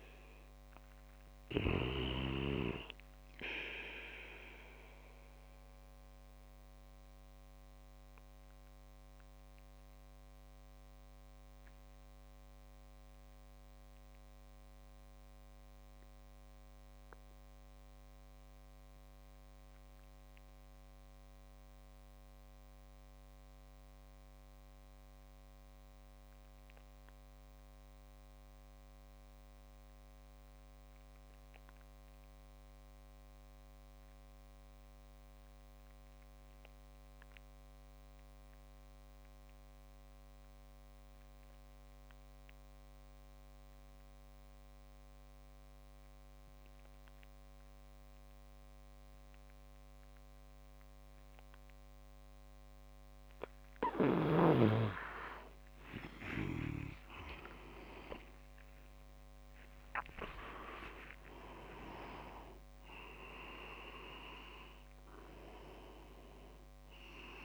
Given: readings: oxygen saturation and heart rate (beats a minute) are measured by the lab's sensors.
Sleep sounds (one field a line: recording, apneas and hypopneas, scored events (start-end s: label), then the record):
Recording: breathing in sleep by a microphone on the trachea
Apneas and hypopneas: 1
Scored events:
6.00-53.50 s: obstructive apnea (oxygen 99% before, 89% lowest)
47.00-67.44 s: oxygen desaturation (device-marked, oxygen 97% before, 90% lowest)
56.00-62.50 s: arousal
57.50-64.00 s: leg movement (device-marked)
From the record:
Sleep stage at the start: REM sleep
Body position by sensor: on the back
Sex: male